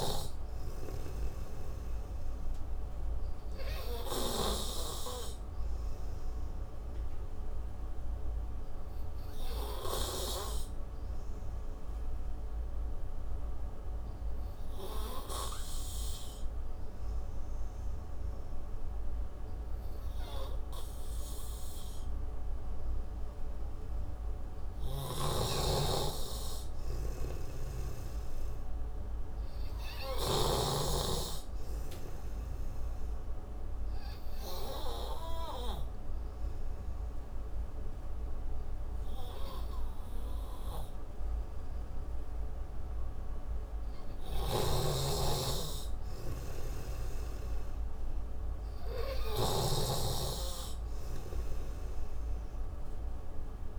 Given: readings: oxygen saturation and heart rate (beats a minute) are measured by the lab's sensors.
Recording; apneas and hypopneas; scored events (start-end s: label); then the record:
breathing in sleep by a room microphone; 2
12.50-26.00 s: obstructive apnea (oxygen 96% before, 88% lowest)
25.50-31.00 s: snoring (device-marked)
28.50-31.50 s: arousal
33.50-45.50 s: oxygen desaturation (device-marked, oxygen 95% before, 88% lowest)
34.50-47.00 s: obstructive apnea (oxygen 95% before, 88% lowest)
44.50-50.00 s: snoring (device-marked)
50.00-53.50 s: arousal
From the record:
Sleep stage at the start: N3 (deep sleep); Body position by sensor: on the right side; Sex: male